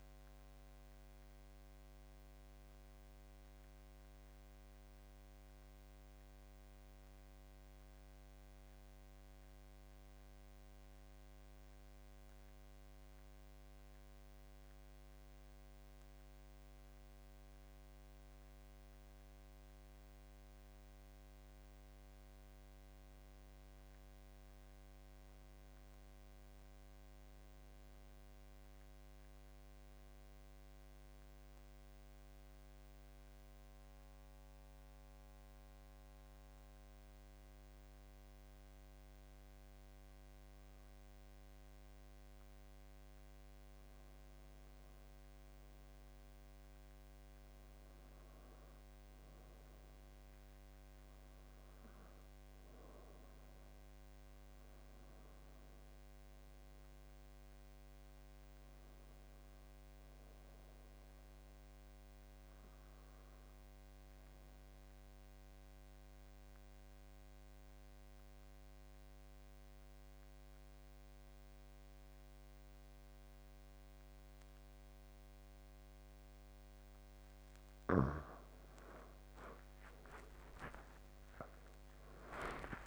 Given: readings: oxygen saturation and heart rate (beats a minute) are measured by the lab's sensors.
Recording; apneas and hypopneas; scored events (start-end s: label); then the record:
breathing in sleep, hard to hear, by a microphone on the trachea; 3
0.00-1.00 s: oxygen desaturation (device-marked, oxygen 85% lowest, heart rate 75 extreme)
2.00-5.00 s: arousal
7.50-20.50 s: mixed apnea (oxygen 98% before, 92% lowest, heart rate 82 before, 75 extreme, up 10 after)
22.50-26.50 s: arousal
25.00-41.00 s: oxygen desaturation (device-marked, oxygen 97% before, 93% lowest, heart rate 80 before, 76 extreme)
31.00-43.50 s: obstructive apnea (oxygen 98% before, 86% lowest, heart rate 80 before, 78 extreme, up 8 after)
46.00-48.50 s: arousal
62.00-76.50 s: obstructive apnea (oxygen 95% before, 86% lowest, heart rate 83 before, 81 extreme, up 19 after)
77.00-82.87 s: oxygen desaturation (device-marked, oxygen 93% before, 86% lowest, heart rate 83 before, 77 extreme)
82.00-82.87 s: new sleep stage, awake
From the record:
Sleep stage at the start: N2 (light sleep); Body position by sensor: on the back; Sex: male